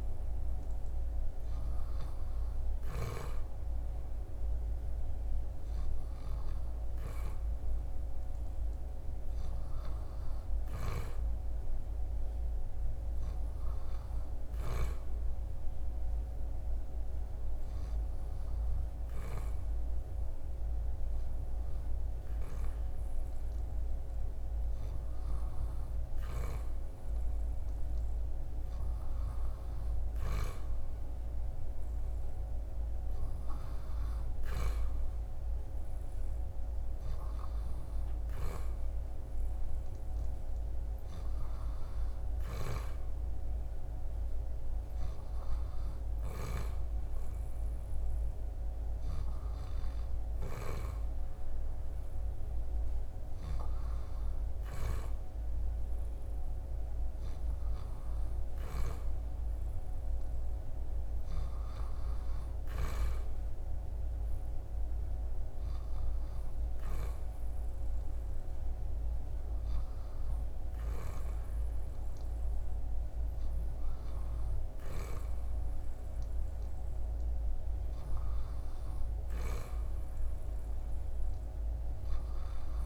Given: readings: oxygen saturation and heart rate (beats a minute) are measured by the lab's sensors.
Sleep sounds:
breathing in sleep by a room microphone; none
none scored
From the record:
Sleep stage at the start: N2 (light sleep); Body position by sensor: on the back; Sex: male

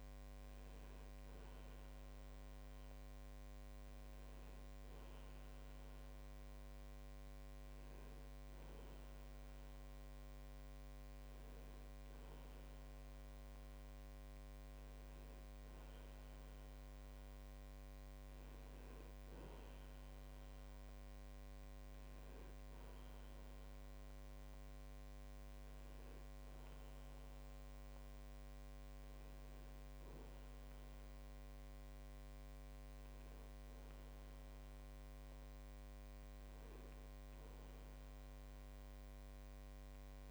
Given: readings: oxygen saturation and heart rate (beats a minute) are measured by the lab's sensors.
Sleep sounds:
breathing in sleep, hard to hear, by a microphone on the trachea; none
none scored
From the record:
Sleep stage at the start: N2 (light sleep); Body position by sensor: on the back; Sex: male

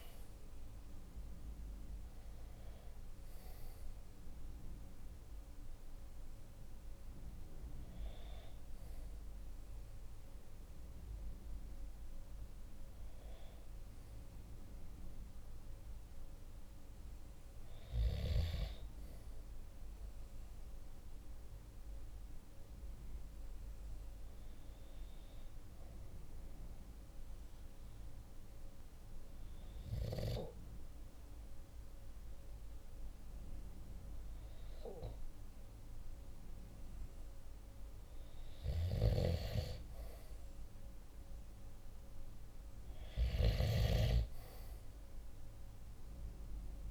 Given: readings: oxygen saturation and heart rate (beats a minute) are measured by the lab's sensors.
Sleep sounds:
breathing in sleep by a room microphone; 1
0.00-1.00 s: arousal
21.50-34.50 s: hypopnea (oxygen 96% before, 95% lowest, heart rate 47 before, 47 extreme, up 1 after)
38.00-41.50 s: arousal
From the record:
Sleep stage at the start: N2 (light sleep); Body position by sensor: on the right side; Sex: male

